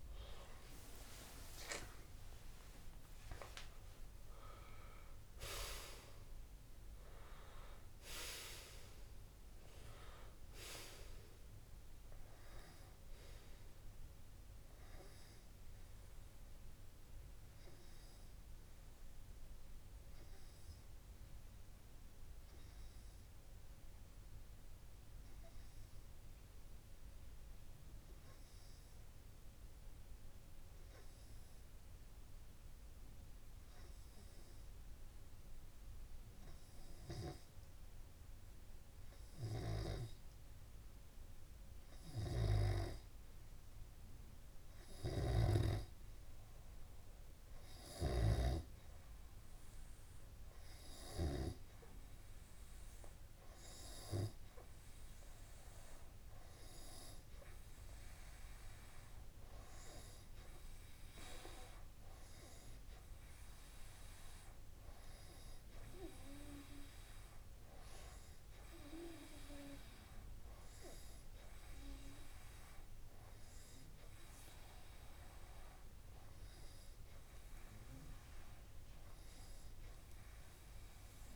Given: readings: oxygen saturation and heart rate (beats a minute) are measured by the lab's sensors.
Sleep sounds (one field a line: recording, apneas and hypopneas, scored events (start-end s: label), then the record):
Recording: breathing in sleep by a room microphone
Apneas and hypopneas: 1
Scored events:
1.50-5.00 s: arousal
18.00-41.50 s: obstructive apnea (oxygen 97% before, 93% lowest)
44.50-47.50 s: arousal
48.00-80.00 s: oxygen desaturation (device-marked, oxygen 99% before, 93% lowest)
From the record:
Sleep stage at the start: N2 (light sleep)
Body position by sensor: on the back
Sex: male